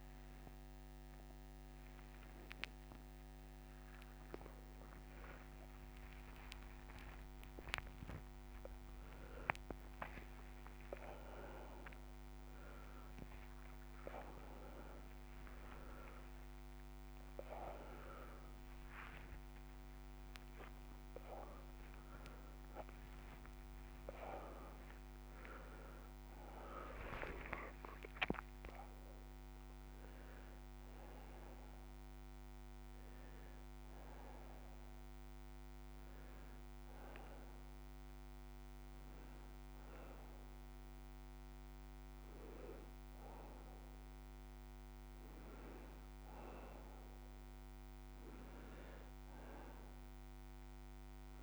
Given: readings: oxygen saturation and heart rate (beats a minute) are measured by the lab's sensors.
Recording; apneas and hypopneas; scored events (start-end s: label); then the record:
a person awake in a sleep study, by a microphone on the trachea; none
39.00-51.43 s: new sleep stage, N2 (light sleep)
From the record:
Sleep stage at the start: awake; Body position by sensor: on the left side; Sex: male